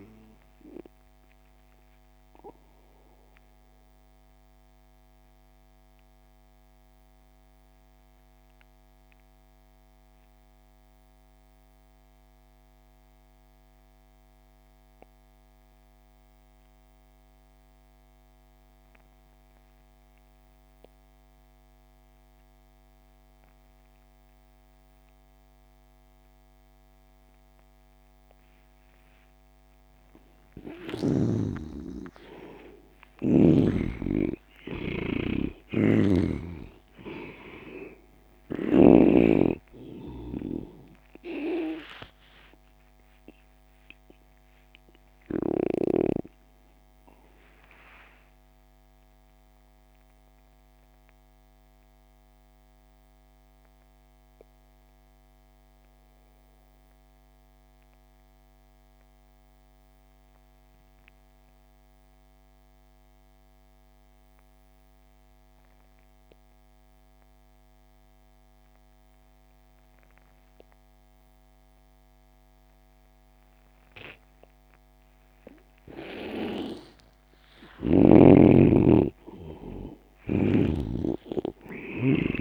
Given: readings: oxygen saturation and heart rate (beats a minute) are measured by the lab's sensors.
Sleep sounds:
breathing in sleep by a microphone on the trachea; 2
0.00-13.00 s: oxygen desaturation (device-marked, oxygen 83% lowest)
3.00-29.50 s: mixed apnea (oxygen 97% before, 79% lowest)
30.00-55.00 s: oxygen desaturation (device-marked, oxygen 97% before, 79% lowest)
31.00-35.50 s: arousal
35.00-38.50 s: snoring (device-marked)
46.50-77.50 s: mixed apnea (oxygen 98% before, 76% lowest)
70.00-82.41 s: oxygen desaturation (device-marked, oxygen 98% before, 76% lowest)
80.50-82.41 s: arousal
From the record:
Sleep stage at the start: N2 (light sleep); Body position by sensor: on the back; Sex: male

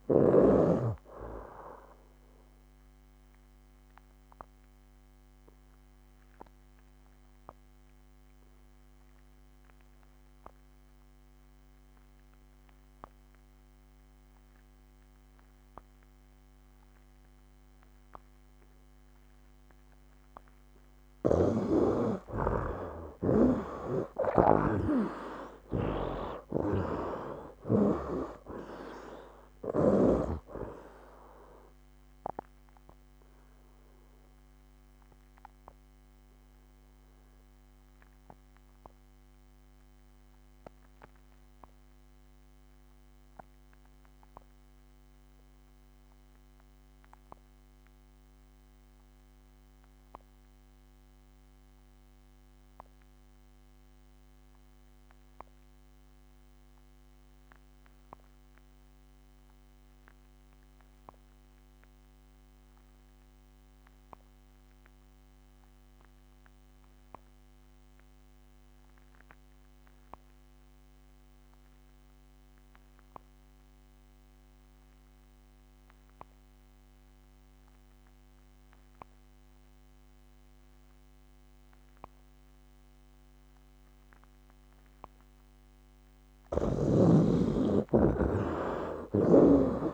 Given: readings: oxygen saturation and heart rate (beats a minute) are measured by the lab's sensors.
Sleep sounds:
breathing in sleep by a microphone on the trachea; 2
0.00-12.50 s: oxygen desaturation (device-marked, oxygen 44% lowest, heart rate 65 extreme)
2.00-20.00 s: obstructive apnea (oxygen 63% before, 44% lowest, heart rate 85 before, 73 extreme, up 15 after)
17.50-43.50 s: oxygen desaturation (device-marked, oxygen 94% before, 60% lowest, heart rate 85 before, 63 extreme)
21.00-28.00 s: snoring (device-marked)
22.00-27.00 s: arousal
32.50-85.50 s: obstructive apnea (oxygen 94% before, 49% lowest, heart rate 83 before, 63 extreme, up 21 after)
48.50-89.94 s: oxygen desaturation (device-marked, oxygen 97% before, 49% lowest, heart rate 81 before, 63 extreme)
88.00-89.94 s: arousal
From the record:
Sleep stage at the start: N2 (light sleep); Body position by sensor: on the right side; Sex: male

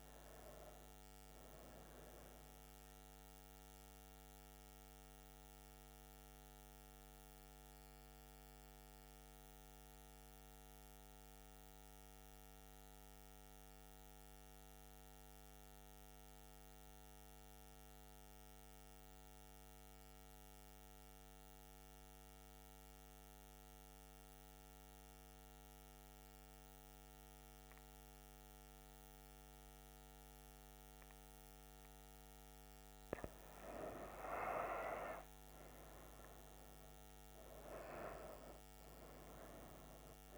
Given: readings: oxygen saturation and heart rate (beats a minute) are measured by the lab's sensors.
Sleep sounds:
breathing in sleep by a microphone on the trachea; 1
0.00-9.00 s: oxygen desaturation (device-marked, oxygen 90% lowest, heart rate 67 extreme)
2.50-32.50 s: mixed apnea (oxygen 97% before, 91% lowest, heart rate 77 before, 67 extreme, up 9 after)
28.00-40.38 s: oxygen desaturation (device-marked, oxygen 98% before, 91% lowest, heart rate 69 before, 66 extreme)
35.00-38.00 s: arousal
From the record:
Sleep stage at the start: N2 (light sleep); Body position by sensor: on the back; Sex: female

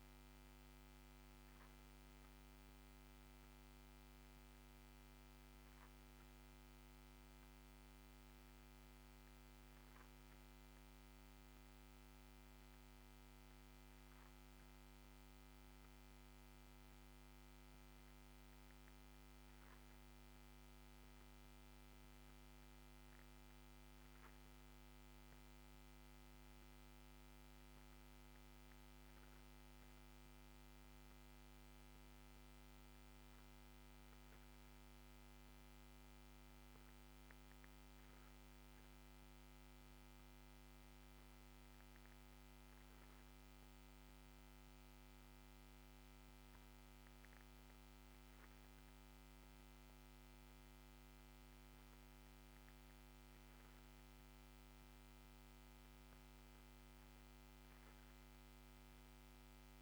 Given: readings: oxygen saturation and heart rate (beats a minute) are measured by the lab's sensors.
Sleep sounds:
breathing in sleep, hard to hear, by a microphone on the trachea; none
none scored
From the record:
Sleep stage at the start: N1 (lightest sleep); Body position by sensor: on the back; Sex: male

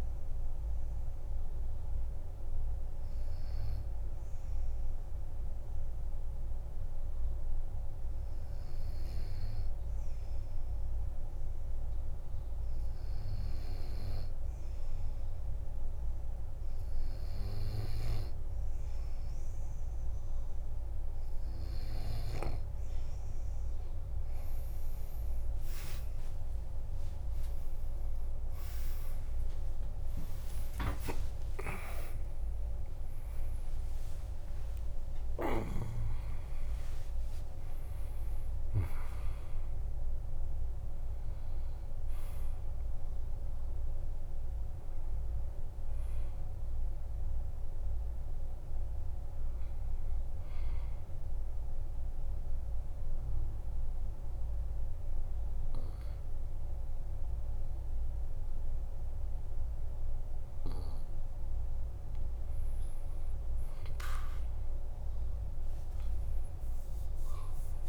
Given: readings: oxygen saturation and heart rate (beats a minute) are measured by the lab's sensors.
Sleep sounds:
breathing in sleep by a room microphone; 2
0.50-17.50 s: obstructive apnea (oxygen 97% before, 90% lowest, heart rate 54 before, 50 extreme, up 6 after)
22.50-45.50 s: oxygen desaturation (device-marked, oxygen 97% before, 90% lowest, heart rate 52 before, 48 extreme)
26.00-31.50 s: arousal
26.50-28.50 s: long interval between heartbeats (device-marked, heart rate 54 before, 69 extreme)
30.50-32.50 s: long interval between heartbeats (device-marked, heart rate 58 before, 85 extreme)
31.50-36.50 s: tachycardia (device-marked, heart rate 57 before, 125 extreme)
33.00-35.00 s: long interval between heartbeats (device-marked, heart rate 62 before, 98 extreme)
36.00-38.00 s: long interval between heartbeats (device-marked, heart rate 70 before, 125 extreme)
51.50-61.50 s: obstructive apnea (oxygen 95% before, 92% lowest, heart rate 90 before, 47 extreme, up 18 after)
66.50-67.89 s: arousal
From the record:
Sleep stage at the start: N2 (light sleep); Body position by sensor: on the back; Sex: male

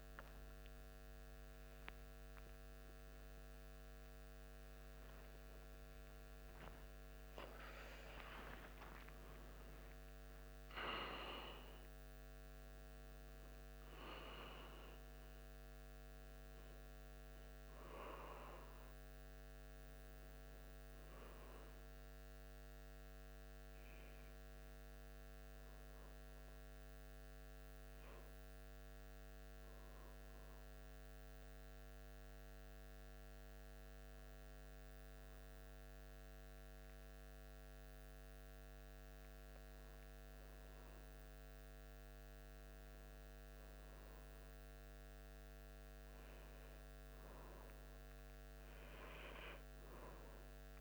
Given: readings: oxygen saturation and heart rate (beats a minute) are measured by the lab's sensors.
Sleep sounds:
a person partly awake in a sleep study, by a microphone on the trachea; 1
4.50-34.50 s: new sleep stage, N1 (lightest sleep)
24.00-39.00 s: hypopnea (oxygen 97% before, 95% lowest, heart rate 77 before, 75 extreme, up 0 after)
34.50-50.81 s: new sleep stage, N2 (light sleep)
40.50-44.00 s: arousal
From the record:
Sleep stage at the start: awake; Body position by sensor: on the back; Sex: male

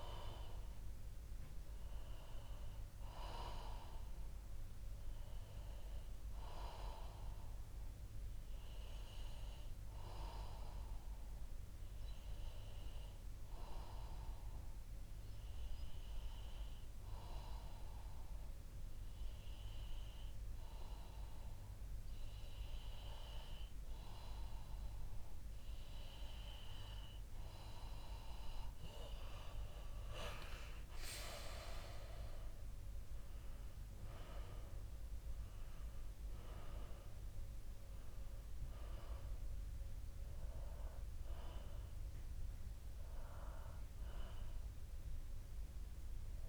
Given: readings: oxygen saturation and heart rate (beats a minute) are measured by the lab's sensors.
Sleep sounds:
breathing in sleep by a room microphone; 1
6.50-27.50 s: obstructive apnea (oxygen 95% before, 91% lowest, heart rate 63 before, 58 extreme, up 8 after)
29.50-33.50 s: arousal
42.00-46.49 s: bradycardia (device-marked, heart rate 63 before, 58 extreme)
From the record:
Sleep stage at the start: N2 (light sleep); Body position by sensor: on the back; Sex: male

